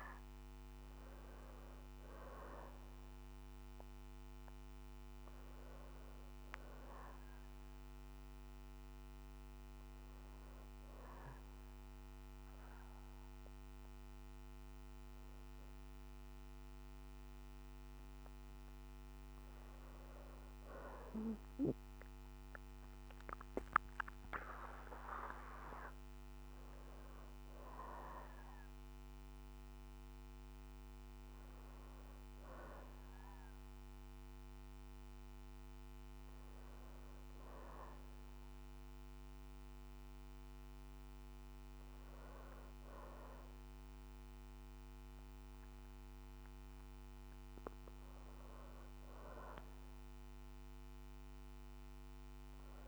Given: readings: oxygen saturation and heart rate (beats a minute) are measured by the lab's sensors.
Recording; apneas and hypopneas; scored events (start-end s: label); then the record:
breathing in sleep by a microphone on the trachea; none
2.00-17.00 s: oxygen desaturation (device-marked, oxygen 97% before, 92% lowest, heart rate 77 before, 61 extreme)
17.50-22.00 s: arousal
28.00-35.00 s: oxygen desaturation (device-marked, oxygen 96% before, 92% lowest, heart rate 66 before, 61 extreme)
From the record:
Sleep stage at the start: N2 (light sleep); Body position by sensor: on the back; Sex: female